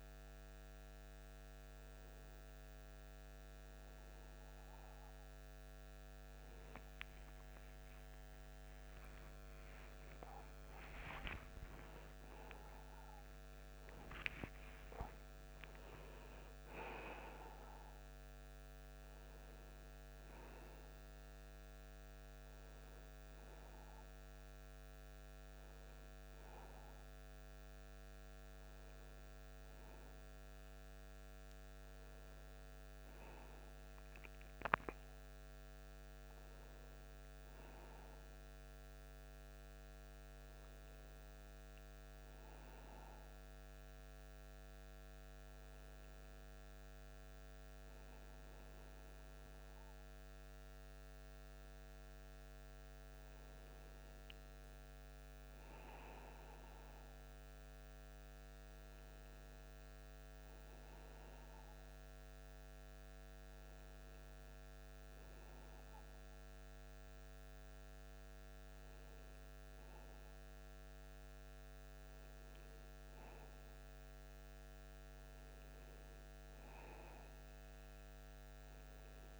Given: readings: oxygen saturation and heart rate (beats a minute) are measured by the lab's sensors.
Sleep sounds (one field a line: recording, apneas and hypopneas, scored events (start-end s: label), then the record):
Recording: a person partly awake in a sleep study, hard to hear, by a microphone on the trachea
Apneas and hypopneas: none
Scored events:
31.00-79.40 s: new sleep stage, N2 (light sleep)
From the record:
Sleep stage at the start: awake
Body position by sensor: on the back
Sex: male